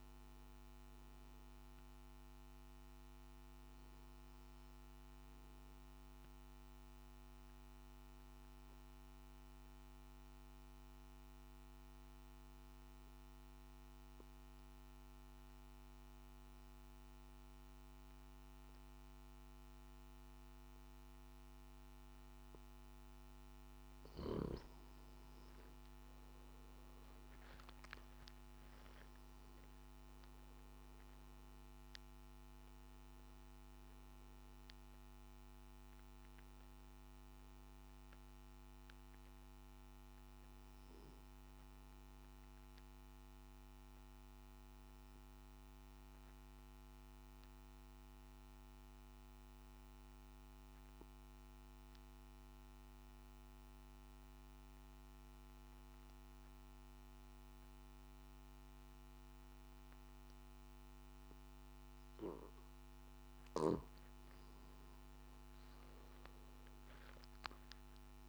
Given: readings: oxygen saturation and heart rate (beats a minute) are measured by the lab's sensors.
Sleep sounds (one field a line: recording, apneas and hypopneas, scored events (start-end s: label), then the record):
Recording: breathing in sleep, hard to hear, by a microphone on the trachea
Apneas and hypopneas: 2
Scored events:
0.00-5.50 s: oxygen desaturation (device-marked, oxygen 91% lowest, heart rate 51 extreme)
3.00-25.00 s: obstructive apnea (oxygen 97% before, 88% lowest, heart rate 53 before, 51 extreme, up 13 after)
26.50-57.50 s: oxygen desaturation (device-marked, oxygen 97% before, 88% lowest, heart rate 53 before, 51 extreme)
41.00-62.50 s: obstructive apnea (oxygen 97% before, 88% lowest, heart rate 58 before, 50 extreme, up 13 after)
From the record:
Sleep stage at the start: N2 (light sleep)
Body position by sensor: on the back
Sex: male